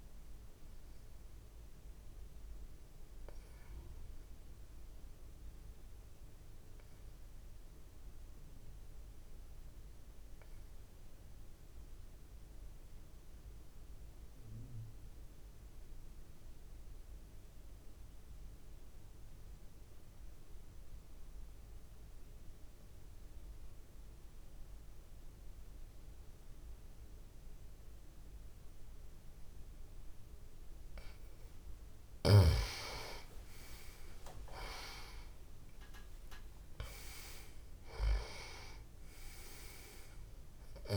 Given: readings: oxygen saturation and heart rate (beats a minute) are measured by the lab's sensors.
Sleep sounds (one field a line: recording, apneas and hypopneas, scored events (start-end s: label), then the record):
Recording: breathing in sleep by a room microphone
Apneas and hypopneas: 1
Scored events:
0.00-15.50 s: oxygen desaturation (device-marked, oxygen 89% lowest)
1.00-30.00 s: obstructive apnea (oxygen 98% before, 88% lowest)
29.50-40.97 s: oxygen desaturation (device-marked, oxygen 98% before, 88% lowest)
32.50-36.50 s: arousal
From the record:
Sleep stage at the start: N2 (light sleep)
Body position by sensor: on the back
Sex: male